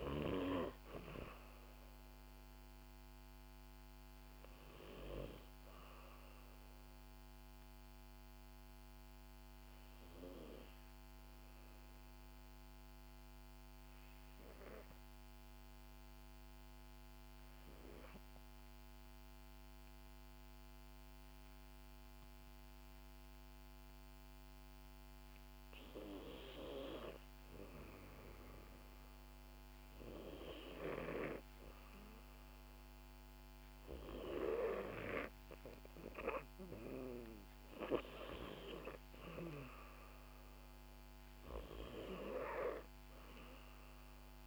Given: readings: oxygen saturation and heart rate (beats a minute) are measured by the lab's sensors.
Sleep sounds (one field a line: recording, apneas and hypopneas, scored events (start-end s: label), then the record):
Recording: breathing in sleep by a microphone on the trachea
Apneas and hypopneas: 1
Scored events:
0.00-16.50 s: oxygen desaturation (device-marked, oxygen 83% lowest, heart rate 55 extreme)
3.00-5.00 s: long interval between heartbeats (device-marked, heart rate 71 before, 65 extreme)
5.00-29.00 s: obstructive apnea (oxygen 94% before, 83% lowest, heart rate 71 before, 55 extreme, up 3 after)
31.00-35.50 s: arousal
33.50-44.47 s: oxygen desaturation (device-marked, oxygen 97% before, 92% lowest, heart rate 61 before, 60 extreme)
From the record:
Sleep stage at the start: N2 (light sleep)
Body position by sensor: on the back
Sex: female